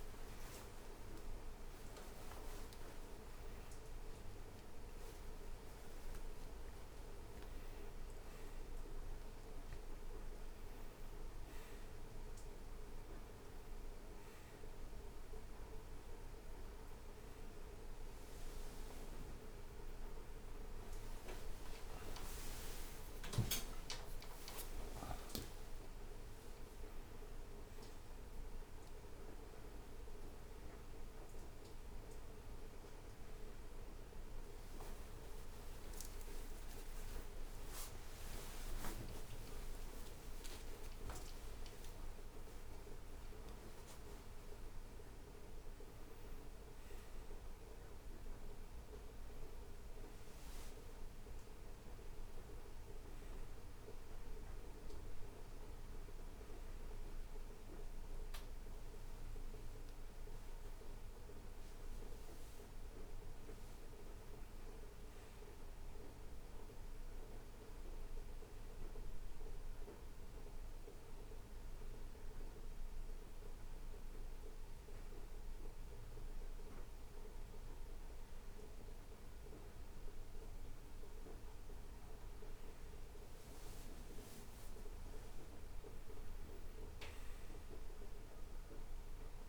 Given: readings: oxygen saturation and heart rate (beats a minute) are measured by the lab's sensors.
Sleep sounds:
a person awake in a sleep study, by a room microphone; none
22.00-25.00 s: tachycardia (device-marked, heart rate 70 before, 100 extreme)
56.00-89.48 s: new sleep stage, N1 (lightest sleep)
From the record:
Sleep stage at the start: awake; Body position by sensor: on the right side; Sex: male

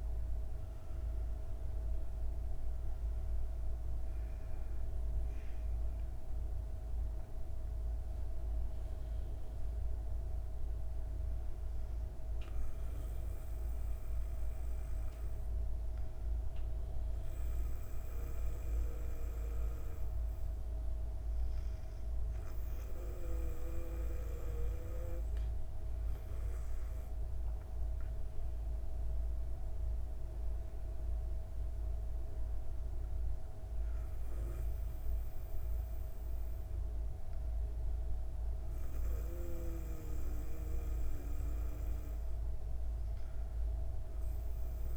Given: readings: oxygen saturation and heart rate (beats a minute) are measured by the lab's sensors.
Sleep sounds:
a person partly awake in a sleep study, by a room microphone; none
1.50-44.97 s: new sleep stage, N2 (light sleep)
26.00-30.50 s: arousal
From the record:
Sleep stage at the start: awake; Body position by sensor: on the back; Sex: female

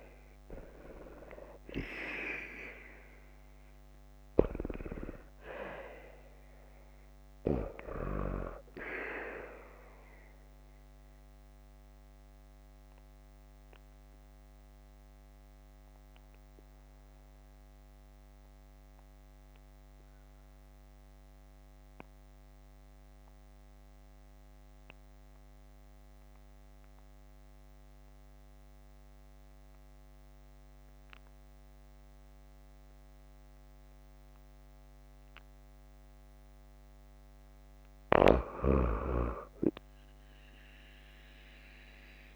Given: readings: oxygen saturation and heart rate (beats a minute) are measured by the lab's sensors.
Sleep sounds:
breathing in sleep by a microphone on the trachea; 1
0.00-1.00 s: arousal
0.00-10.50 s: oxygen desaturation (device-marked, oxygen 87% lowest, heart rate 52 extreme)
9.50-37.50 s: obstructive apnea (oxygen 95% before, 88% lowest, heart rate 65 before, 52 extreme, up 18 after)
39.00-42.00 s: arousal
From the record:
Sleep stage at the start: N2 (light sleep); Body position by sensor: on the back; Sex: female

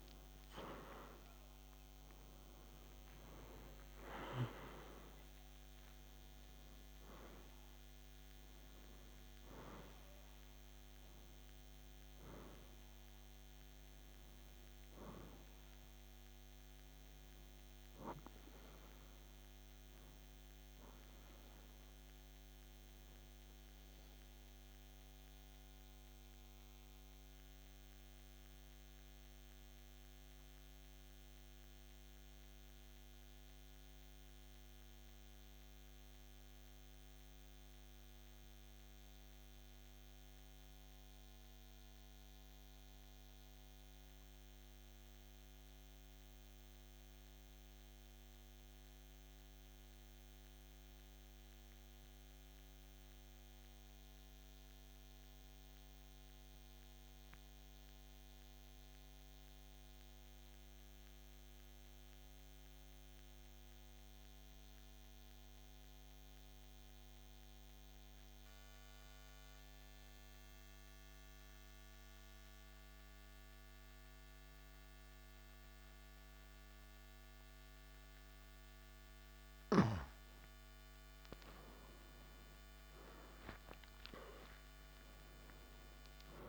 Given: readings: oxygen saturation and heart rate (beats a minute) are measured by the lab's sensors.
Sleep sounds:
breathing in sleep by a microphone on the trachea; 1
0.00-2.50 s: arousal
0.00-19.50 s: oxygen desaturation (device-marked, oxygen 91% lowest, heart rate 53 extreme)
21.50-47.50 s: oxygen desaturation (device-marked, oxygen 92% before, 86% lowest, heart rate 59 before, 51 extreme)
25.50-80.50 s: mixed apnea (oxygen 94% before, 85% lowest, heart rate 58 before, 51 extreme, up 3 after)
71.50-86.49 s: oxygen desaturation (device-marked, oxygen 98% before, 85% lowest, heart rate 53 before, 52 extreme)
83.50-86.49 s: arousal
From the record:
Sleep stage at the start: N2 (light sleep); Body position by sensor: on the back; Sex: male

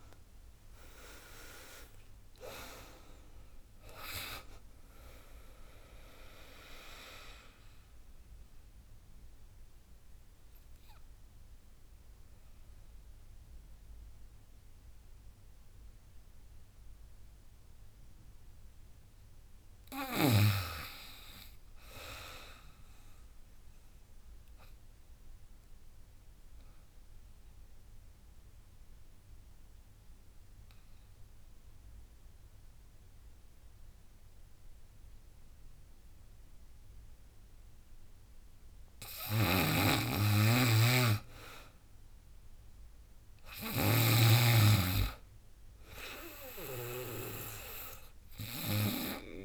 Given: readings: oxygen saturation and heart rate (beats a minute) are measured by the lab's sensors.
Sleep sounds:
breathing in sleep by a room microphone; 2
0.00-12.50 s: drop in pulse transit time (device-marked, heart rate 76 extreme)
0.00-17.50 s: oxygen desaturation (device-marked, oxygen 93% lowest, heart rate 72 extreme)
7.00-18.00 s: central apnea (oxygen 97% before, 91% lowest, heart rate 88 before, 72 extreme, up 10 after)
20.00-23.00 s: arousal
25.50-38.00 s: obstructive apnea (oxygen 96% before, 91% lowest, heart rate 78 before, 74 extreme, up 8 after)
39.00-43.50 s: snoring (device-marked)
40.50-44.00 s: arousal
40.50-49.45 s: oxygen desaturation (device-marked, oxygen 98% before, 91% lowest, heart rate 81 before, 74 extreme)
41.50-49.45 s: drop in pulse transit time (device-marked, heart rate 81 before, 82 extreme)
From the record:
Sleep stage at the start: N2 (light sleep); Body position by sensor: on the back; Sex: female

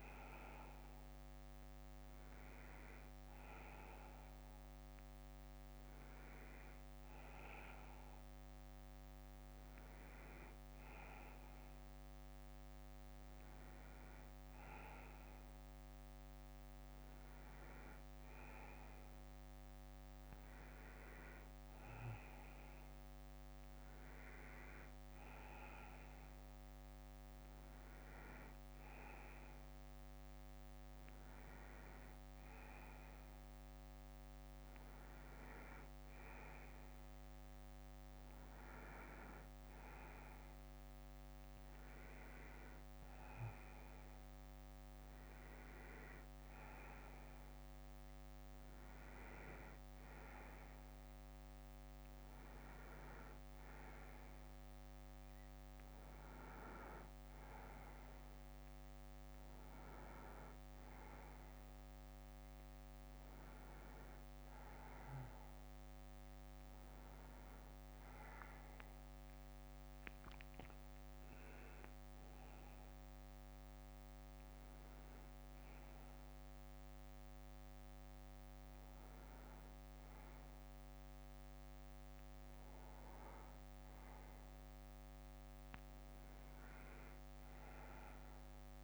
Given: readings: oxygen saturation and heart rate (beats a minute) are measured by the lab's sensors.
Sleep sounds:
breathing in sleep, hard to hear, by a microphone on the trachea; none
7.00-9.00 s: bradycardia (device-marked, heart rate 66 before, 59 extreme)
10.00-16.00 s: bradycardia (device-marked, heart rate 66 before, 58 extreme)
28.00-38.00 s: bradycardia (device-marked, heart rate 67 before, 56 extreme)
49.00-62.00 s: bradycardia (device-marked, heart rate 66 before, 55 extreme)
76.00-86.00 s: bradycardia (device-marked, heart rate 66 before, 56 extreme)
From the record:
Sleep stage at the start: N2 (light sleep); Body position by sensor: on the front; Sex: male

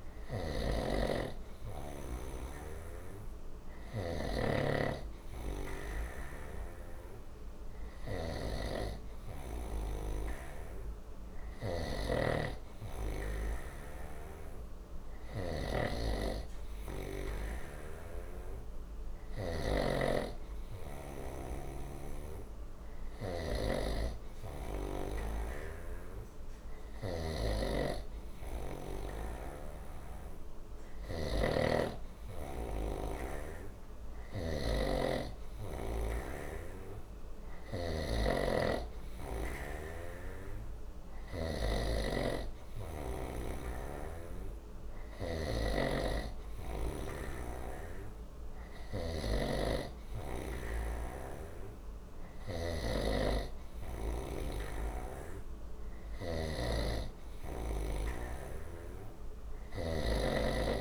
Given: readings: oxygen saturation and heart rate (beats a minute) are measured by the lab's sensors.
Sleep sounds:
breathing in sleep by a room microphone; none
0.00-60.81 s: snoring (device-marked)
From the record:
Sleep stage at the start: N2 (light sleep); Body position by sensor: on the right side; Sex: male

